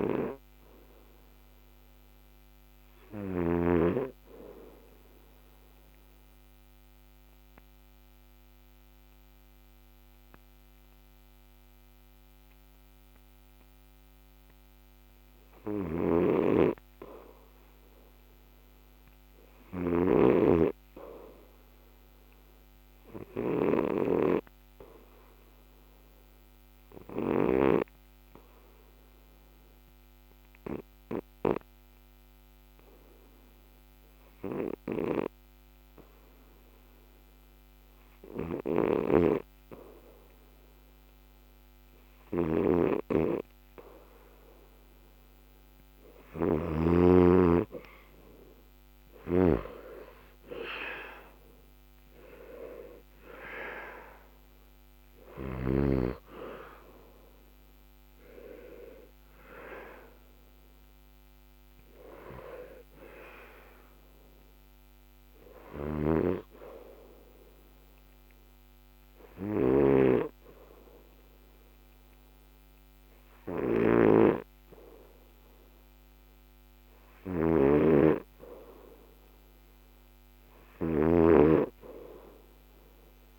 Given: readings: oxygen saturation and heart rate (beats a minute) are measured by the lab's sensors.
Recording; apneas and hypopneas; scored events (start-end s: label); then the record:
breathing in sleep by a microphone on the trachea; 2
4.00-15.00 s: mixed apnea (oxygen 90% before, 84% lowest, heart rate 81 before, 65 extreme, up 1 after)
13.50-40.50 s: oxygen desaturation (device-marked, oxygen 99% before, 85% lowest, heart rate 76 before, 64 extreme)
15.50-20.00 s: snoring (device-marked)
17.00-21.00 s: arousal
26.00-39.50 s: obstructive apnea (oxygen 99% before, 84% lowest, heart rate 68 before, 64 extreme, up 0 after)
38.50-46.50 s: snoring (device-marked)
47.50-52.00 s: arousal
49.50-75.50 s: oxygen desaturation (device-marked, oxygen 90% before, 84% lowest, heart rate 65 before, 64 extreme)
69.50-81.00 s: snoring (device-marked)
79.00-83.00 s: arousal
From the record:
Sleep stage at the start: N2 (light sleep); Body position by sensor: on the back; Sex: male